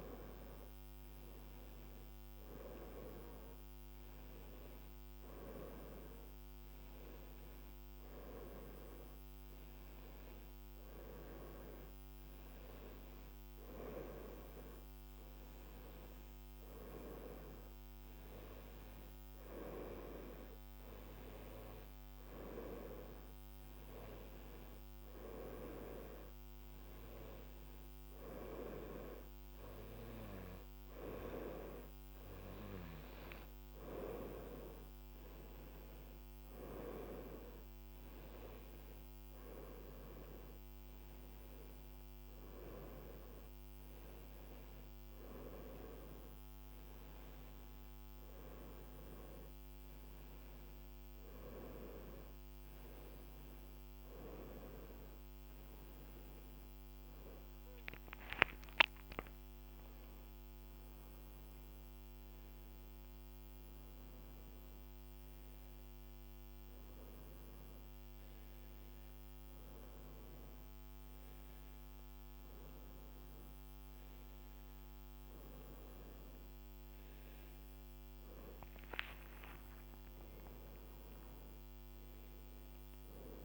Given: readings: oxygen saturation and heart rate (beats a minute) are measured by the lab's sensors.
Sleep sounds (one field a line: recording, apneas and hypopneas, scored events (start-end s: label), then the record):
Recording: breathing in sleep by a microphone on the trachea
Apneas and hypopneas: none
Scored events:
71.00-83.45 s: new sleep stage, awake
From the record:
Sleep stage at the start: N1 (lightest sleep)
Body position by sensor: on the right side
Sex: female